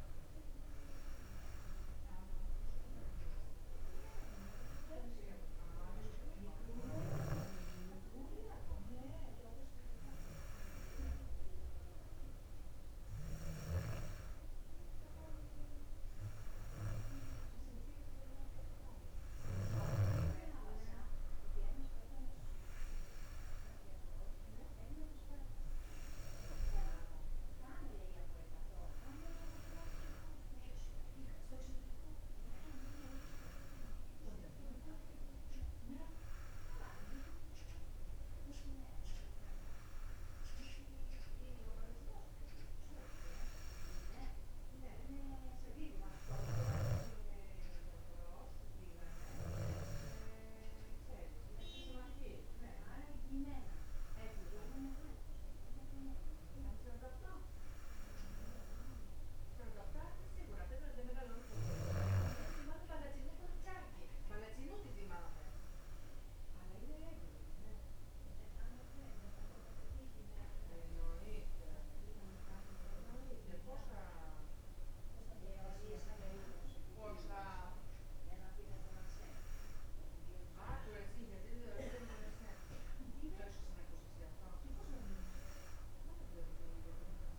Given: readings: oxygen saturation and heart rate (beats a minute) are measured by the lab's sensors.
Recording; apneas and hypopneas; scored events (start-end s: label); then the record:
breathing in sleep by a room microphone; none
none scored
From the record:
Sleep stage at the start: N2 (light sleep); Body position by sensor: on the back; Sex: female